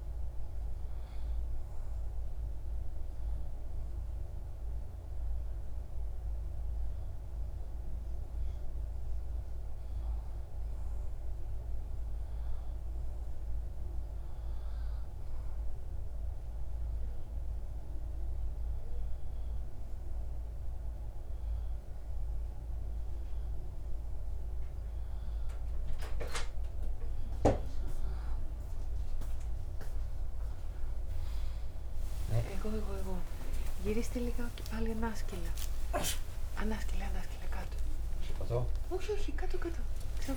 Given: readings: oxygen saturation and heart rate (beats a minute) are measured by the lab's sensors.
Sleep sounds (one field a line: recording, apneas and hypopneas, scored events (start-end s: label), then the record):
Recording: breathing in sleep by a room microphone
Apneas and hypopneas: 1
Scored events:
2.50-26.00 s: obstructive apnea (heart rate 55 before, 62 extreme, up 46 after)
32.50-40.37 s: new sleep stage, awake
From the record:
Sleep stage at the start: REM sleep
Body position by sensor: on the back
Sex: male